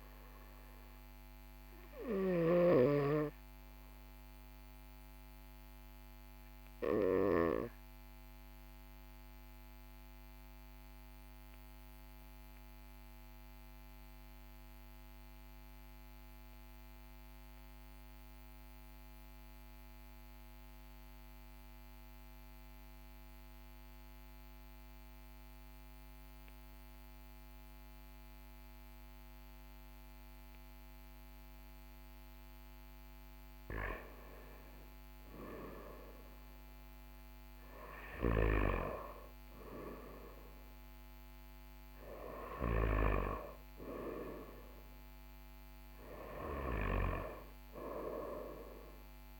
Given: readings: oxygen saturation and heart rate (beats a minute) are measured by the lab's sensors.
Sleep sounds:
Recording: breathing in sleep by a microphone on the trachea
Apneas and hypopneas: 1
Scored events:
0.00-17.00 s: oxygen desaturation (device-marked, oxygen 93% lowest, heart rate 39 extreme)
5.00-33.00 s: obstructive apnea (oxygen 96% before, 93% lowest, heart rate 42 before, 39 extreme, up 1 after)
35.00-39.00 s: arousal
46.00-49.40 s: oxygen desaturation (device-marked, oxygen 98% before, 94% lowest, heart rate 41 before, 37 extreme)
From the record:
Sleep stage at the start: N2 (light sleep)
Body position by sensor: on the back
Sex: male

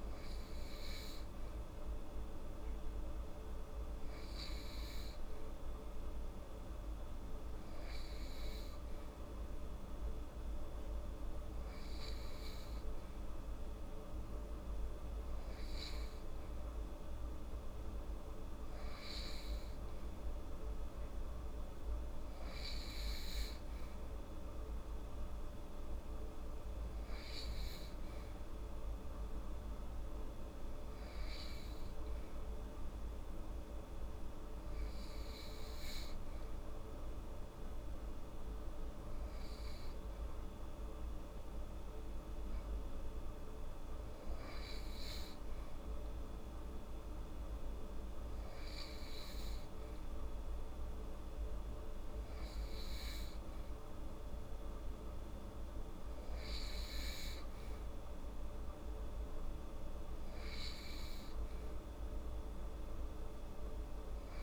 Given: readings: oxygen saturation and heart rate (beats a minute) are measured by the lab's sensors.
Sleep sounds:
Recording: breathing in sleep, hard to hear, by a room microphone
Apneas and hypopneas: none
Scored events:
none scored
From the record:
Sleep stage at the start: N2 (light sleep)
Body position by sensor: on the right side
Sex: female

